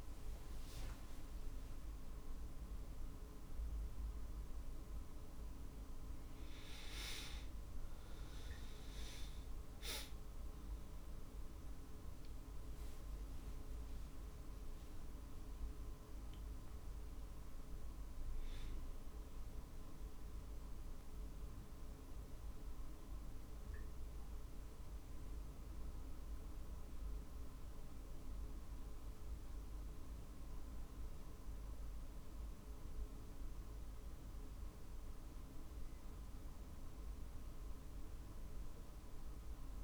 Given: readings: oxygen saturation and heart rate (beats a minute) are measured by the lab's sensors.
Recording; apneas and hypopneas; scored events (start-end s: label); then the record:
a person awake in a sleep study, hard to hear, by a room microphone; none
8.00-25.00 s: drop in pulse transit time (device-marked, heart rate 50 before, 49 extreme)
From the record:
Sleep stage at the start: awake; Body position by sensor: on the back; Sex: male